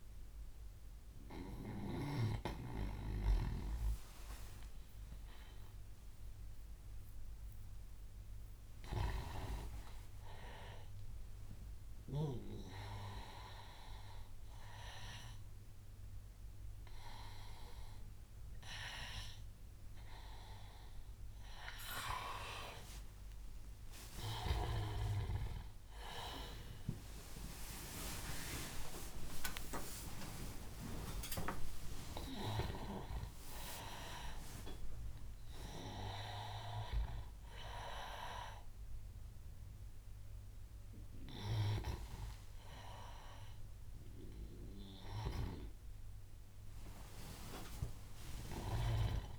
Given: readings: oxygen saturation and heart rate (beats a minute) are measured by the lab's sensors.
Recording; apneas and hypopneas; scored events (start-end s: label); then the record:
a person awake in a sleep study, by a room microphone; none
0.00-11.50 s: oxygen desaturation (device-marked, oxygen 80% lowest, heart rate 75 extreme)
14.50-49.39 s: new sleep stage, awake
29.00-31.00 s: long interval between heartbeats (device-marked, heart rate 93 before, 102 extreme)
33.50-35.50 s: long interval between heartbeats (device-marked, heart rate 96 before, 119 extreme)
From the record:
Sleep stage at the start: N2 (light sleep); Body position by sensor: on the back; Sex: male